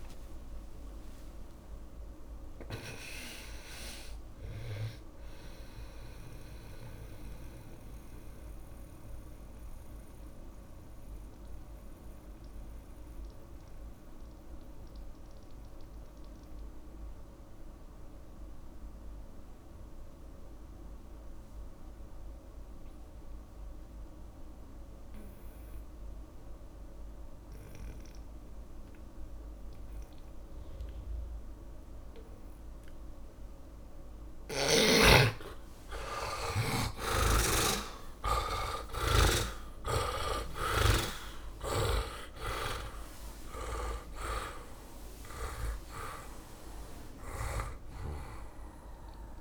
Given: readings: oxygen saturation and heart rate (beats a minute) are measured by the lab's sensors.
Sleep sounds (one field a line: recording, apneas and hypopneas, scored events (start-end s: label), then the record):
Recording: breathing in sleep by a room microphone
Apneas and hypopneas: 1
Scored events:
0.00-24.00 s: oxygen desaturation (device-marked, oxygen 79% lowest)
6.00-34.50 s: mixed apnea (oxygen 100% before, 79% lowest)
35.50-39.50 s: arousal
45.00-49.41 s: oxygen desaturation (device-marked, oxygen 100% before, 79% lowest)
From the record:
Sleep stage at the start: N2 (light sleep)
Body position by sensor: on the back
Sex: male